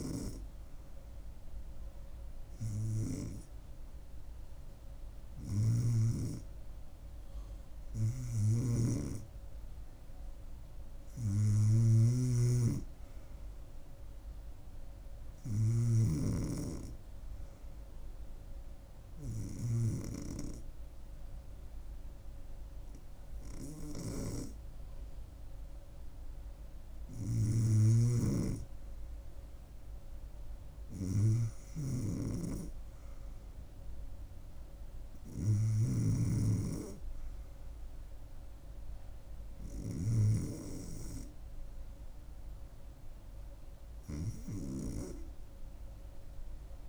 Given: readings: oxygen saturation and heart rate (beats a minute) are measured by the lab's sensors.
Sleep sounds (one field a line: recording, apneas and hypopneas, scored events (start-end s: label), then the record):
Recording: breathing in sleep by a room microphone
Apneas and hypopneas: 1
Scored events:
0.50-18.50 s: oxygen desaturation (device-marked, oxygen 94% before, 91% lowest, heart rate 80 before, 78 extreme)
5.50-16.00 s: snoring (device-marked)
15.00-27.00 s: hypopnea (oxygen 95% before, 92% lowest, heart rate 83 before, 76 extreme, up 0 after)
27.50-36.00 s: snoring (device-marked)
28.50-32.00 s: arousal
From the record:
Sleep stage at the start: REM sleep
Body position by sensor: on the back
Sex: female